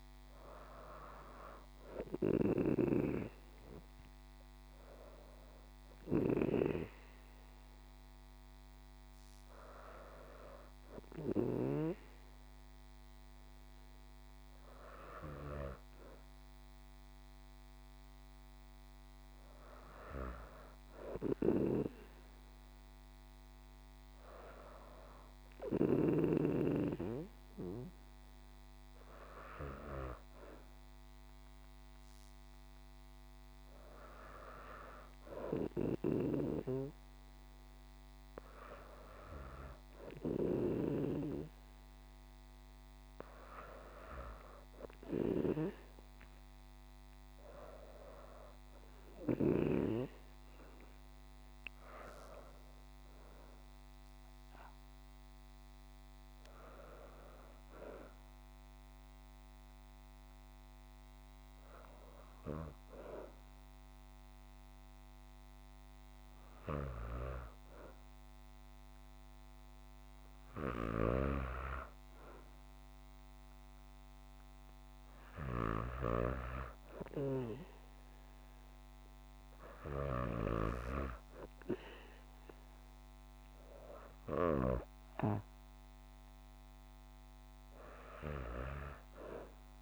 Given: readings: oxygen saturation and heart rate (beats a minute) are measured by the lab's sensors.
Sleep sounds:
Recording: breathing in sleep by a microphone on the trachea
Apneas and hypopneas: none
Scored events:
none scored
From the record:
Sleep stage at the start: N2 (light sleep)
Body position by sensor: on the back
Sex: female

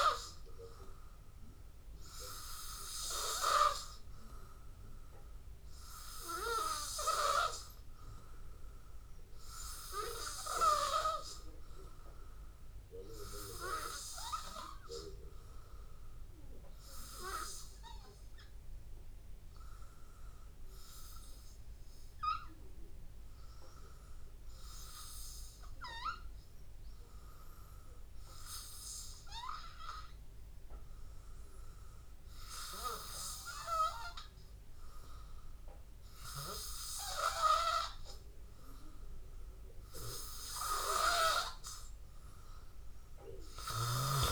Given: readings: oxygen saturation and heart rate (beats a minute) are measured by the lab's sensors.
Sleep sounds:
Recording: breathing in sleep by a room microphone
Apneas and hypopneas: 1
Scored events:
7.00-20.50 s: obstructive apnea (oxygen 99% before, 93% lowest, heart rate 78 before, 83 extreme, up 1 after)
22.00-26.50 s: arousal
From the record:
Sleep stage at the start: N2 (light sleep)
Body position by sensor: on the back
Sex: male

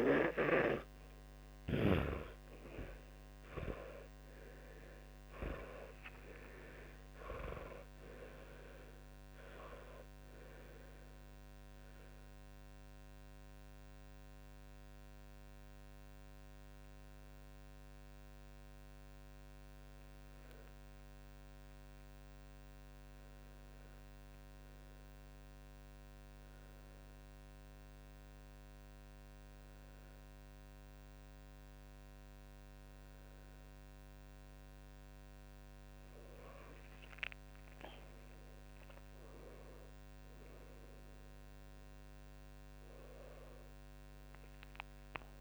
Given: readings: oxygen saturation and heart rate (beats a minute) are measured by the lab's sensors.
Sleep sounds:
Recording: breathing in sleep by a microphone on the trachea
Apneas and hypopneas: none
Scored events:
2.00-6.50 s: arousal
6.50-10.50 s: oxygen desaturation (device-marked, oxygen 98% before, 94% lowest, heart rate 66 before, 59 extreme)
12.50-37.50 s: oxygen desaturation (device-marked, oxygen 98% before, 90% lowest, heart rate 74 before, 60 extreme)
22.50-45.41 s: new sleep stage, N1 (lightest sleep)
37.50-42.50 s: arousal
From the record:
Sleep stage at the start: N2 (light sleep)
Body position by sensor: on the back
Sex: male

